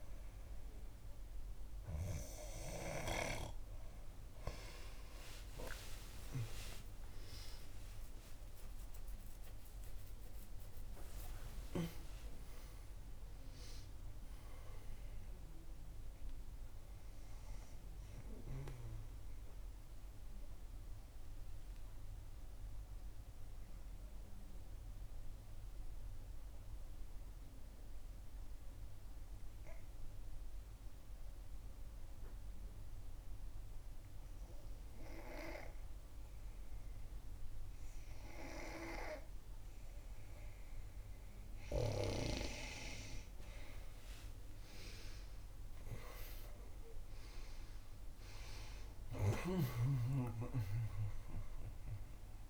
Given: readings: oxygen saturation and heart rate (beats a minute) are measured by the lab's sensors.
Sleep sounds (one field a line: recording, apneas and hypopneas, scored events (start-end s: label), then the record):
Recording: breathing in sleep by a room microphone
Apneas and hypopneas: 1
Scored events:
0.00-19.00 s: oxygen desaturation (device-marked, oxygen 90% lowest, heart rate 63 extreme)
5.00-11.00 s: arousal
21.50-40.50 s: obstructive apnea (oxygen 94% before, 91% lowest, heart rate 69 before, 59 extreme, up 7 after)
44.00-49.50 s: arousal
44.00-52.50 s: oxygen desaturation (device-marked, oxygen 97% before, 91% lowest, heart rate 65 before, 54 extreme)
From the record:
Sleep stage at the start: N2 (light sleep)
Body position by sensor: on the back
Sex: female